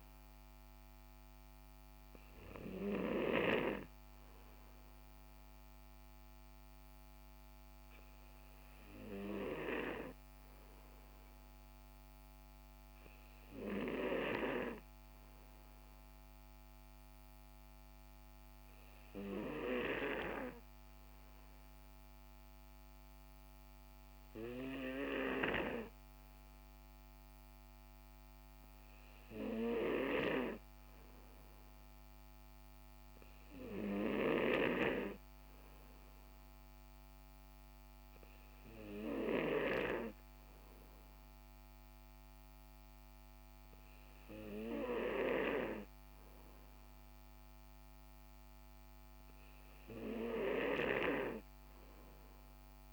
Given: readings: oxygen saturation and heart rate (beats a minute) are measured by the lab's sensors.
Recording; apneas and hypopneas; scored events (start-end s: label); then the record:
breathing in sleep by a microphone on the trachea; 1
21.50-31.50 s: obstructive apnea (oxygen 93% before, 90% lowest, heart rate 64 before, 63 extreme, up 3 after)
34.50-38.00 s: arousal
From the record:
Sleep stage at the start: N2 (light sleep); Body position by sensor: on the right side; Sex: male